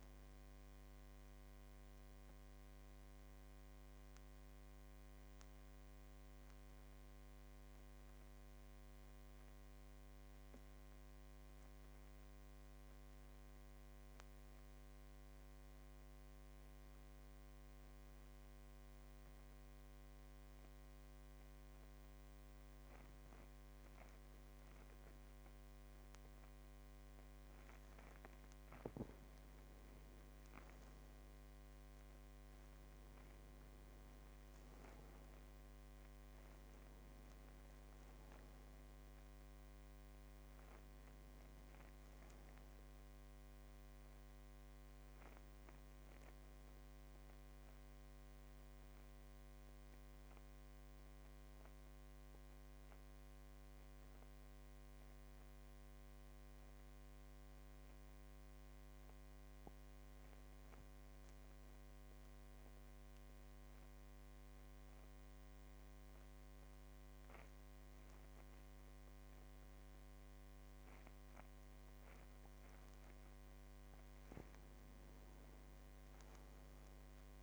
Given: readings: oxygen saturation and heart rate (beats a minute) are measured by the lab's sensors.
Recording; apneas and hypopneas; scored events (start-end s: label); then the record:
breathing in sleep, hard to hear, by a microphone on the trachea; 2
0.00-16.00 s: oxygen desaturation (device-marked, oxygen 92% lowest, heart rate 47 extreme)
3.00-27.00 s: central apnea (oxygen 97% before, 90% lowest, heart rate 55 before, 47 extreme, up 5 after)
30.50-34.00 s: arousal
31.00-55.00 s: oxygen desaturation (device-marked, oxygen 99% before, 90% lowest, heart rate 50 before, 46 extreme)
47.00-73.00 s: mixed apnea (oxygen 99% before, 90% lowest, heart rate 54 before, 46 extreme, up 8 after)
73.00-77.43 s: oxygen desaturation (device-marked, oxygen 98% before, 90% lowest, heart rate 49 before, 47 extreme)
75.50-77.43 s: arousal
From the record:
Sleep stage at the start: N2 (light sleep); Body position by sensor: on the back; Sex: male